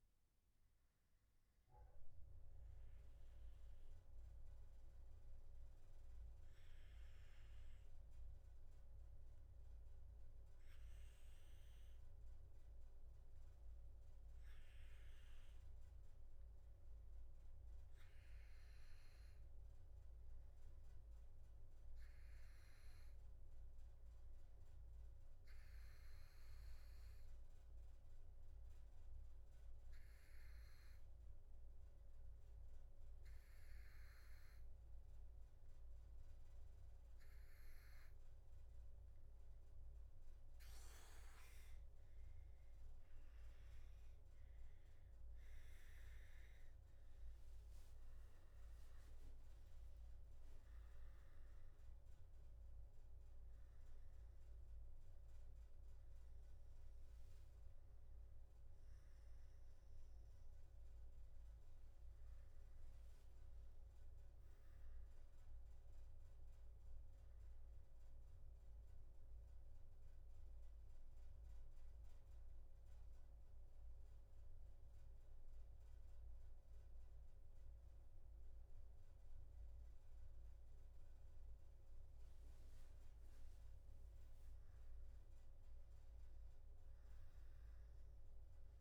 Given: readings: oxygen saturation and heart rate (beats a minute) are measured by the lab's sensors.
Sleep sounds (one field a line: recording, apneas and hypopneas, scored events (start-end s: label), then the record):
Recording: breathing in sleep, hard to hear, by a room microphone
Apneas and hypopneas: none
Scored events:
none scored
From the record:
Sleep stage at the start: N2 (light sleep)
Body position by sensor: on the back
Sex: male